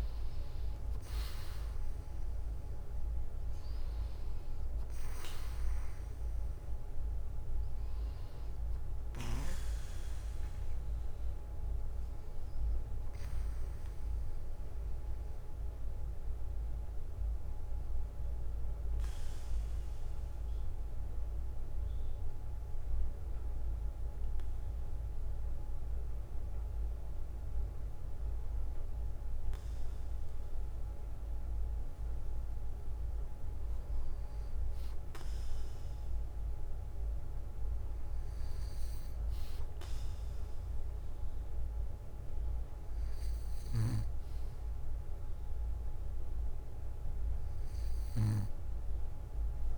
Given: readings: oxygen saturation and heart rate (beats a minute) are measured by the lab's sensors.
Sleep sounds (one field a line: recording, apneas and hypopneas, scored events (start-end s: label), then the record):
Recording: breathing in sleep, hard to hear, by a room microphone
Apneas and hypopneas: 1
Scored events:
0.00-1.00 s: arousal
8.00-10.00 s: bradycardia (device-marked, heart rate 59 before, 60 extreme)
11.00-13.00 s: bradycardia (device-marked, heart rate 59 before, 58 extreme)
17.00-31.00 s: bradycardia (device-marked, heart rate 59 before, 55 extreme)
18.00-29.00 s: obstructive apnea (oxygen 96% before, 94% lowest, heart rate 63 before, 55 extreme, up 5 after)
32.00-34.00 s: bradycardia (device-marked, heart rate 59 before, 58 extreme)
33.00-37.00 s: arousal
42.00-44.00 s: bradycardia (device-marked, heart rate 59 before, 60 extreme)
From the record:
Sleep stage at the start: N2 (light sleep)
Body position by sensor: on the back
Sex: male